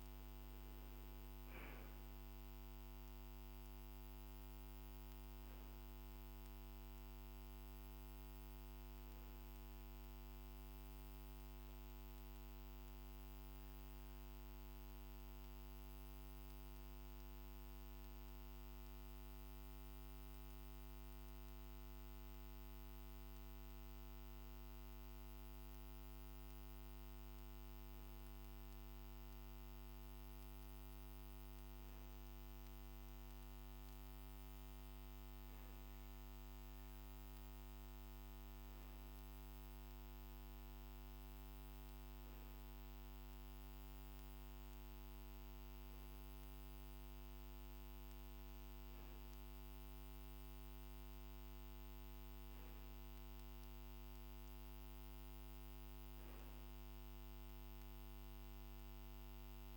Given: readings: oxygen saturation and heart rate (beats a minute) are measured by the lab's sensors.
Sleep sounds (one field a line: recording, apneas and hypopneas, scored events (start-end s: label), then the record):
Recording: breathing in sleep, hard to hear, by a microphone on the trachea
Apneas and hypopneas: 1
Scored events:
0.00-12.50 s: oxygen desaturation (device-marked, oxygen 88% lowest, heart rate 46 extreme)
9.00-28.50 s: hypopnea (oxygen 94% before, 88% lowest, heart rate 57 before, 46 extreme, up 3 after)
31.00-35.50 s: arousal
From the record:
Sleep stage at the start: N2 (light sleep)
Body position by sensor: on the back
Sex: male